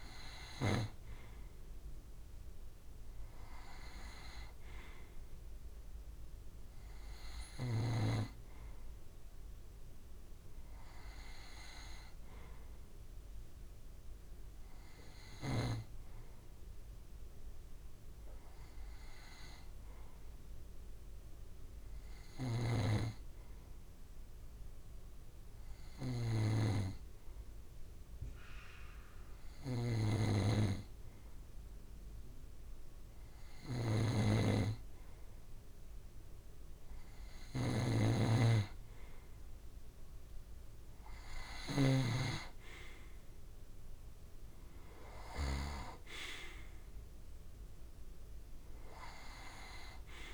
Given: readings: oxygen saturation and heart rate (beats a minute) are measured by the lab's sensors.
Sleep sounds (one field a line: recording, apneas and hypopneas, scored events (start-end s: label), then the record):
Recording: breathing in sleep by a room microphone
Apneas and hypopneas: 1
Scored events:
21.50-35.50 s: hypopnea (oxygen 94% before, 91% lowest)
22.00-45.50 s: snoring (device-marked)
38.50-41.00 s: arousal
From the record:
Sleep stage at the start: N2 (light sleep)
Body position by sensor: on the right side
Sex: male